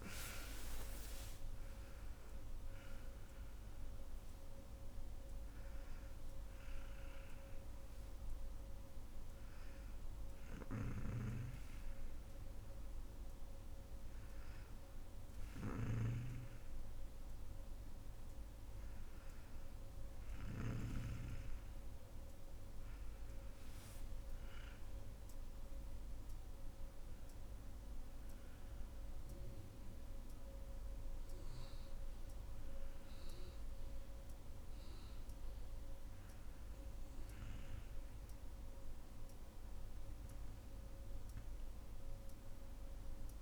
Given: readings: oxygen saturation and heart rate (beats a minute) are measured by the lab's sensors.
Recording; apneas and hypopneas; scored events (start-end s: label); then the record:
breathing in sleep by a room microphone; none
1.50-43.42 s: new sleep stage, N2 (light sleep)
15.00-20.00 s: snoring (device-marked)
From the record:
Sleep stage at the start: N1 (lightest sleep); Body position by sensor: on the back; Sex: female